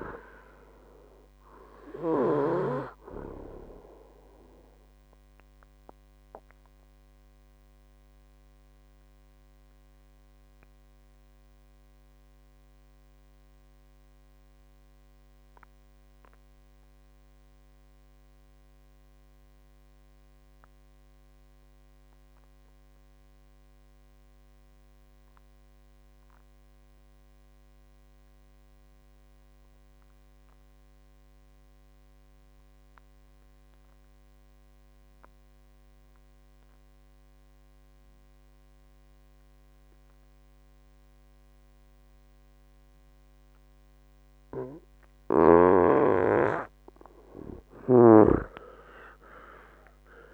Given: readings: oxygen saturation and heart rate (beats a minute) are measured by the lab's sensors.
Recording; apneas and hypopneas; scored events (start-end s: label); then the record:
breathing in sleep by a microphone on the trachea; 1
0.00-23.50 s: oxygen desaturation (device-marked, oxygen 87% lowest, heart rate 56 extreme)
5.00-45.50 s: mixed apnea (oxygen 98% before, 86% lowest, heart rate 73 before, 56 extreme, up 19 after)
39.50-50.34 s: oxygen desaturation (device-marked, oxygen 97% before, 86% lowest, heart rate 65 before, 58 extreme)
48.50-50.34 s: arousal
From the record:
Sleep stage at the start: N2 (light sleep); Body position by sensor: on the right side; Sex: male